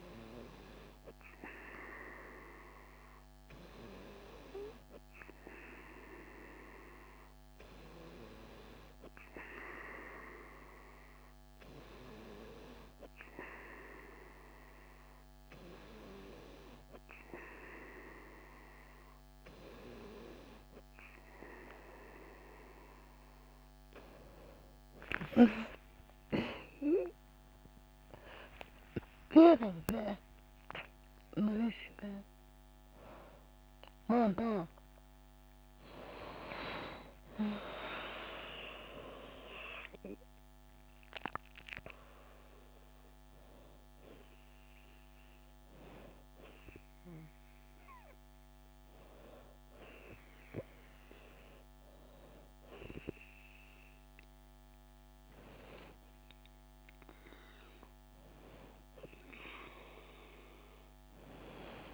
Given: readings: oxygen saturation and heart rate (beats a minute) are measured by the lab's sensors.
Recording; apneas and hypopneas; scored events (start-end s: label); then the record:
breathing in sleep by a microphone on the trachea; none
24.00-29.50 s: arousal
29.50-61.94 s: new sleep stage, N2 (light sleep)
From the record:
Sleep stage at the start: N3 (deep sleep); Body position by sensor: on the back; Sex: female